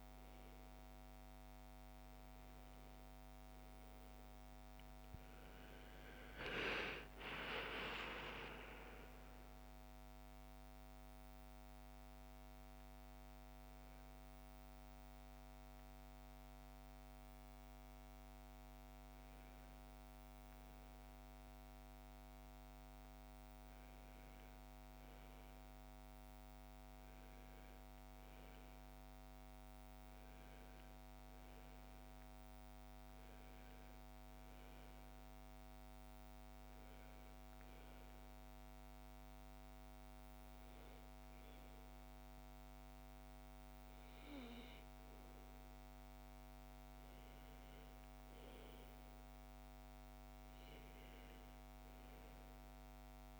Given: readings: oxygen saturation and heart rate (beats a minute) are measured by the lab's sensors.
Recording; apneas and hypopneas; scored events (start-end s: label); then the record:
a person awake in a sleep study, hard to hear, by a microphone on the trachea; none
none scored
From the record:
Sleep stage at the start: awake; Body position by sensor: on the back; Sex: female